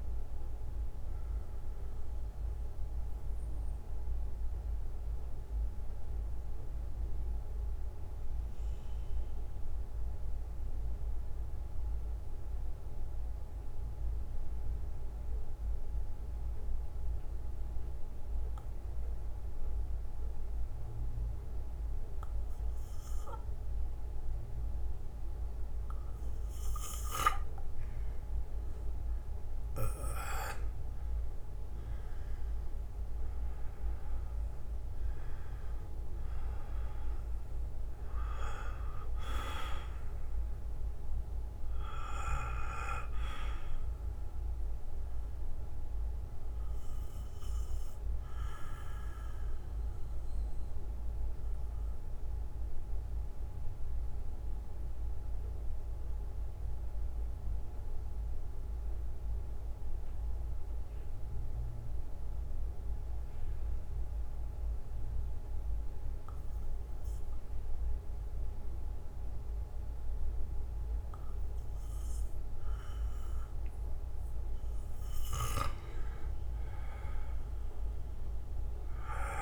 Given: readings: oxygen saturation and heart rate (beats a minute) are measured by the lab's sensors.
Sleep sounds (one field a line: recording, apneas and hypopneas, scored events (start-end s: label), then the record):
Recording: breathing in sleep by a room microphone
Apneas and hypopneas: 2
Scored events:
0.00-1.50 s: bradycardia (device-marked, heart rate 63 extreme)
3.50-28.00 s: mixed apnea (oxygen 98% before, 87% lowest, heart rate 63 before, 52 extreme, up 9 after)
5.50-21.50 s: oxygen desaturation (device-marked, oxygen 94% before, 87% lowest, heart rate 63 before, 56 extreme)
6.50-12.50 s: bradycardia (device-marked, heart rate 59 before, 57 extreme)
20.50-24.50 s: bradycardia (device-marked, heart rate 59 before, 58 extreme)
30.50-34.50 s: arousal
34.50-50.50 s: oxygen desaturation (device-marked, oxygen 98% before, 93% lowest, heart rate 62 before, 52 extreme)
43.50-45.50 s: bradycardia (device-marked, heart rate 59 before, 68 extreme)
46.50-72.50 s: bradycardia (device-marked, heart rate 59 before, 52 extreme)
52.00-75.00 s: mixed apnea (oxygen 98% before, 90% lowest, heart rate 64 before, 56 extreme, up 9 after)
56.50-62.50 s: oxygen desaturation (device-marked, oxygen 94% before, 91% lowest, heart rate 62 before, 56 extreme)
76.50-79.42 s: arousal
From the record:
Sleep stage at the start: REM sleep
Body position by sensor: on the back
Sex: male